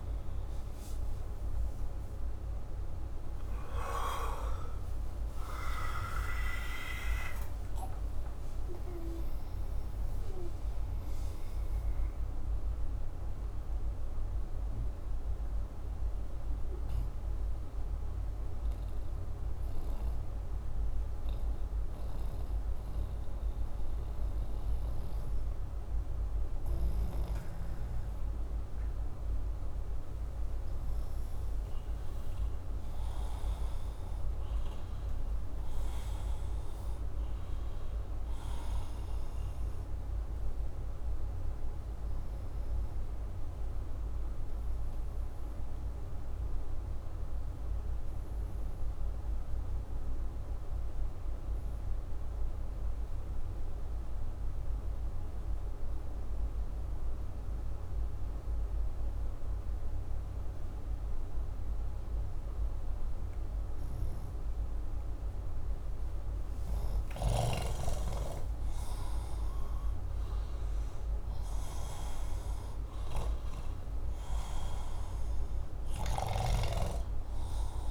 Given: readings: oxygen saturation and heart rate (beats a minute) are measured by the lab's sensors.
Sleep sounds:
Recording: breathing in sleep by a room microphone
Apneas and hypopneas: 2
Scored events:
11.50-30.00 s: mixed apnea (oxygen 97% before, 86% lowest, heart rate 30 before, 27 extreme, up 43 after)
30.00-34.50 s: arousal
30.00-77.91 s: new sleep stage, N2 (light sleep)
34.00-52.00 s: oxygen desaturation (device-marked, oxygen 98% before, 92% lowest, heart rate 55 before, 68 extreme)
43.50-66.00 s: obstructive apnea (oxygen 98% before, 86% lowest, heart rate 65 before, 68 extreme, up 6 after)
65.00-77.91 s: oxygen desaturation (device-marked, oxygen 97% before, 86% lowest, heart rate 69 before, 64 extreme)
68.50-74.00 s: arousal
From the record:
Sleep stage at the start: N1 (lightest sleep)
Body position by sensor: upright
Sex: male

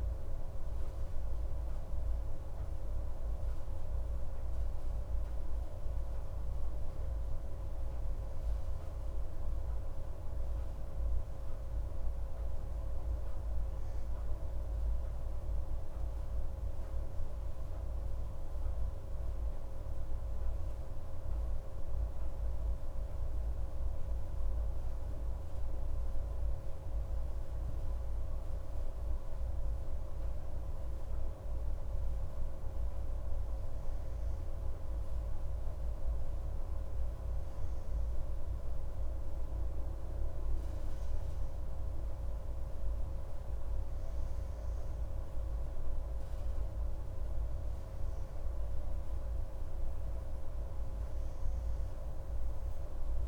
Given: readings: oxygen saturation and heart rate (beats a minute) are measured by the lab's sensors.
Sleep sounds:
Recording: breathing in sleep, hard to hear, by a room microphone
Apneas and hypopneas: none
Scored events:
none scored
From the record:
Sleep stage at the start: N2 (light sleep)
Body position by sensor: on the right side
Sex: male

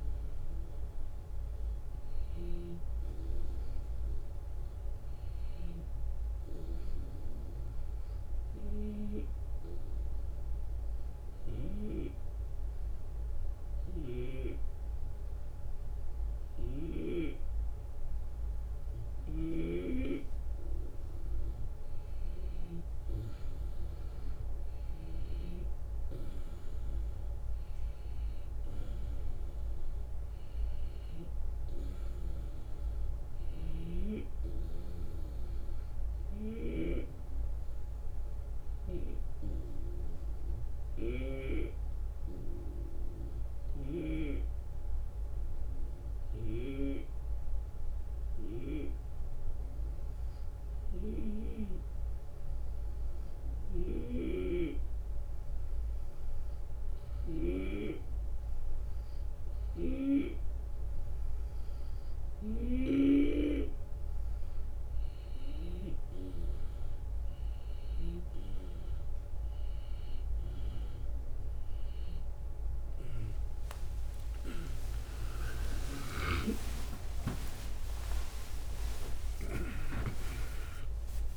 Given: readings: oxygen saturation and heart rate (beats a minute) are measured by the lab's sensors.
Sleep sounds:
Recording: breathing in sleep by a room microphone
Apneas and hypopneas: 2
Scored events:
6.00-21.00 s: obstructive apnea (oxygen 94% before, 91% lowest, heart rate 80 before, 77 extreme, up 6 after)
13.50-17.00 s: snoring (device-marked)
22.50-27.50 s: arousal
33.00-36.50 s: snoring (device-marked)
35.00-57.50 s: obstructive apnea (oxygen 95% before, 88% lowest, heart rate 80 before, 75 extreme, up 4 after)
43.50-48.50 s: snoring (device-marked)
53.00-63.00 s: snoring (device-marked)
59.00-74.00 s: oxygen desaturation (device-marked, oxygen 94% before, 91% lowest, heart rate 77 before, 67 extreme)
75.00-81.00 s: tachycardia (device-marked, heart rate 78 before, 109 extreme)
75.00-81.37 s: new sleep stage, awake
76.00-81.37 s: drop in pulse transit time (device-marked, heart rate 79 before, 83 extreme)
77.00-79.00 s: long interval between heartbeats (device-marked, heart rate 80 before, 95 extreme)
From the record:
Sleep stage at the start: N2 (light sleep)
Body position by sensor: on the back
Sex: male

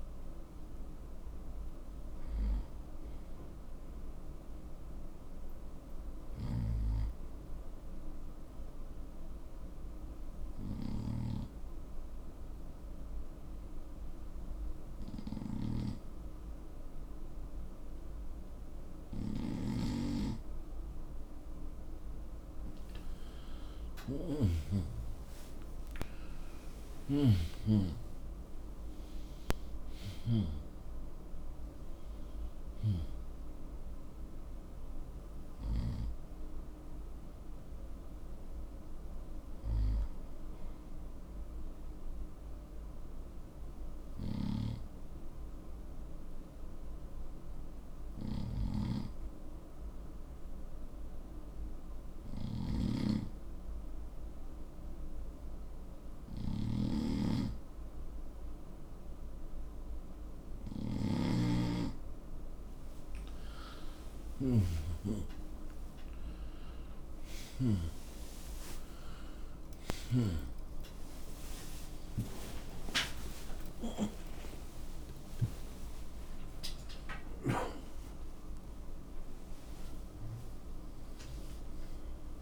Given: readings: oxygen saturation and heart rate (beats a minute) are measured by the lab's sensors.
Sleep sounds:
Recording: a person partly awake in a sleep study, by a room microphone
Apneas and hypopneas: 2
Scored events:
2.50-20.00 s: obstructive apnea (oxygen 94% before, 84% lowest, heart rate 82 before, 65 extreme, up 11 after)
22.00-26.50 s: arousal
34.50-47.50 s: oxygen desaturation (device-marked, oxygen 94% before, 84% lowest, heart rate 74 before, 61 extreme)
34.50-62.00 s: obstructive apnea (oxygen 96% before, 84% lowest, heart rate 74 before, 61 extreme, up 5 after)
53.50-82.42 s: new sleep stage, awake
64.50-80.50 s: oxygen desaturation (device-marked, oxygen 95% before, 91% lowest, heart rate 71 before, 81 extreme)
From the record:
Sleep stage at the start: N2 (light sleep)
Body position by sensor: on the right side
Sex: male

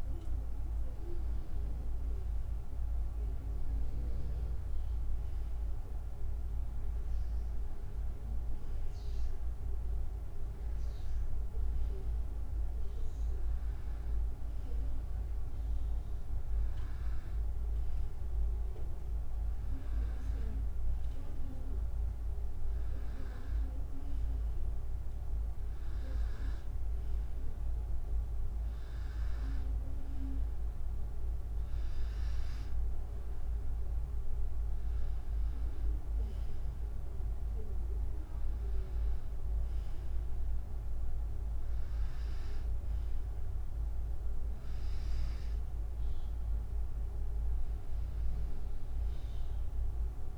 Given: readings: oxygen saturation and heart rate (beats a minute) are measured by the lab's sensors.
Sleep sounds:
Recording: breathing in sleep, hard to hear, by a room microphone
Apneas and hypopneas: none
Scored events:
none scored
From the record:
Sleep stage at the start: N2 (light sleep)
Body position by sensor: on the back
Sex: female

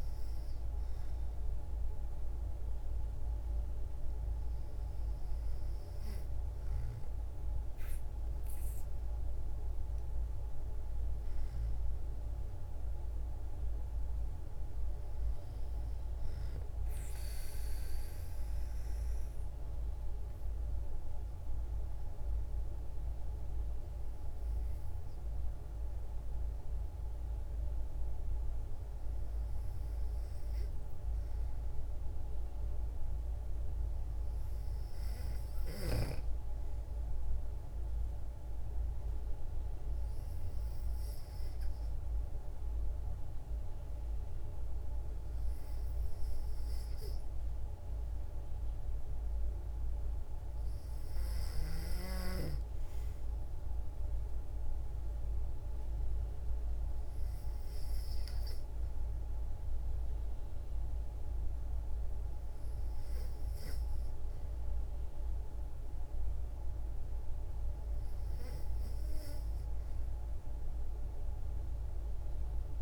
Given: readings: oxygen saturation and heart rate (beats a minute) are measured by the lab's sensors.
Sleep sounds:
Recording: breathing in sleep, hard to hear, by a room microphone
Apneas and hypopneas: 2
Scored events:
7.50-11.50 s: arousal
16.50-27.50 s: obstructive apnea (oxygen 98% before, 91% lowest, heart rate 59 before, 53 extreme, up 4 after)
30.50-34.00 s: arousal
37.50-50.00 s: hypopnea (oxygen 96% before, 91% lowest, heart rate 56 before, 53 extreme, up 3 after)
39.00-52.00 s: oxygen desaturation (device-marked, oxygen 96% before, 91% lowest, heart rate 55 before, 53 extreme)
53.00-56.50 s: arousal
From the record:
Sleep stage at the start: N2 (light sleep)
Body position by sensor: on the back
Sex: female

